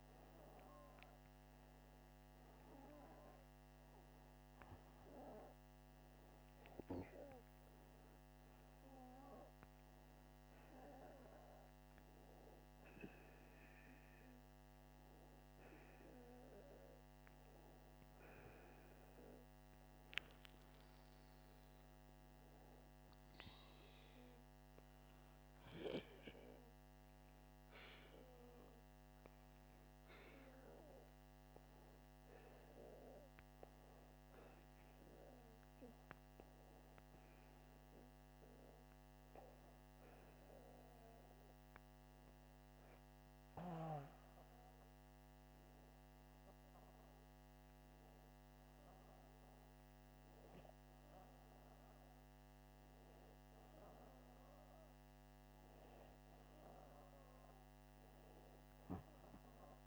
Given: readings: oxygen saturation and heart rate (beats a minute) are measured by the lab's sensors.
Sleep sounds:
breathing in sleep by a microphone on the trachea; 1
5.50-23.50 s: oxygen desaturation (device-marked, oxygen 95% before, 92% lowest, heart rate 83 before, 83 extreme)
21.00-23.00 s: arousal
24.50-35.50 s: hypopnea (oxygen 95% before, 95% lowest, heart rate 85 before, 82 extreme, up 4 after)
37.00-40.50 s: arousal
From the record:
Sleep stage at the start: N2 (light sleep); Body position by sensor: upright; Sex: male

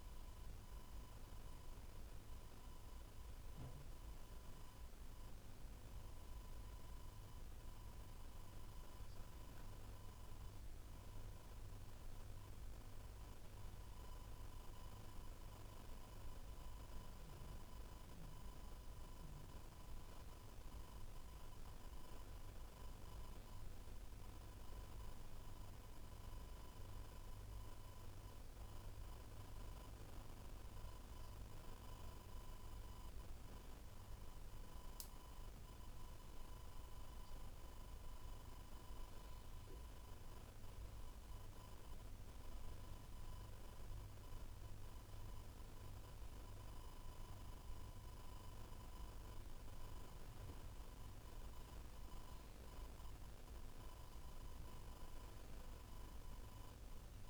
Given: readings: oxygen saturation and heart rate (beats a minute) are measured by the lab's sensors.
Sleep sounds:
breathing in sleep, hard to hear, by a room microphone; none
none scored
From the record:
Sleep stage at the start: N2 (light sleep); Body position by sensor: on the back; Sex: male

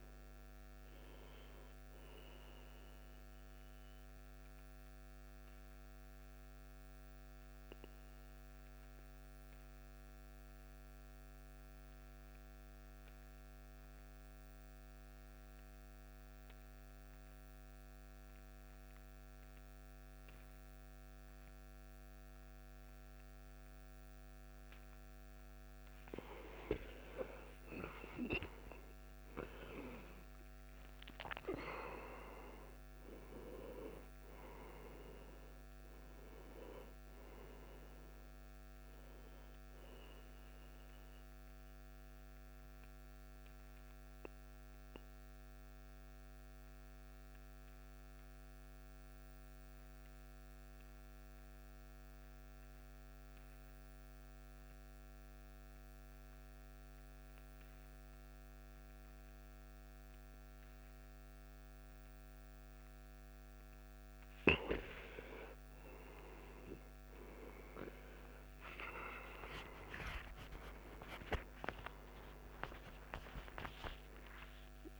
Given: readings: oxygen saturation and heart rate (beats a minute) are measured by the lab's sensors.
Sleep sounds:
breathing in sleep by a microphone on the trachea; 2
0.00-15.00 s: oxygen desaturation (device-marked, oxygen 88% lowest, heart rate 54 extreme)
4.50-25.50 s: obstructive apnea (oxygen 96% before, 88% lowest, heart rate 67 before, 54 extreme, up 17 after)
27.50-31.50 s: arousal
28.00-53.00 s: oxygen desaturation (device-marked, oxygen 97% before, 90% lowest, heart rate 56 before, 57 extreme)
42.00-63.00 s: obstructive apnea (oxygen 98% before, 89% lowest, heart rate 66 before, 57 extreme, up 11 after)
66.00-75.00 s: oxygen desaturation (device-marked, oxygen 97% before, 90% lowest, heart rate 57 before, 55 extreme)
69.00-75.00 s: new sleep stage, N1 (lightest sleep)
72.00-75.00 s: arousal
From the record:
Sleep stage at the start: N2 (light sleep); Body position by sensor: on the back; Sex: male

